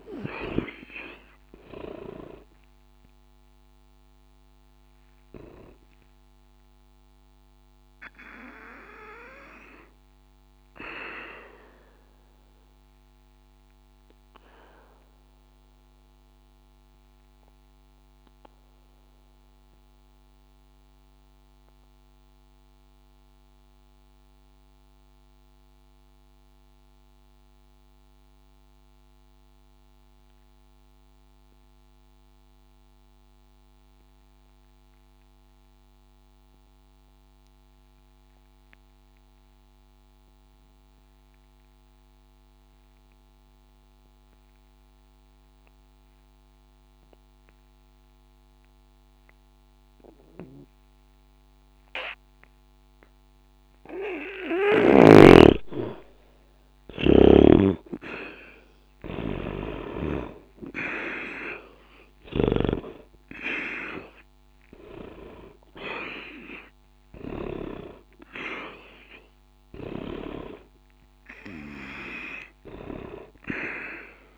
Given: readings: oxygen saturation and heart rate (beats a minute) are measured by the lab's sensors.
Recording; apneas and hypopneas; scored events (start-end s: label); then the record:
breathing in sleep by a microphone on the trachea; 1
0.00-29.50 s: oxygen desaturation (device-marked, oxygen 73% lowest, heart rate 60 extreme)
6.50-54.50 s: obstructive apnea (oxygen 97% before, 73% lowest, heart rate 63 before, 60 extreme, up 0 after)
46.50-74.38 s: oxygen desaturation (device-marked, oxygen 99% before, 73% lowest, heart rate 60 before, 59 extreme)
59.00-63.50 s: arousal
From the record:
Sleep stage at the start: N2 (light sleep); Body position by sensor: on the back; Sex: male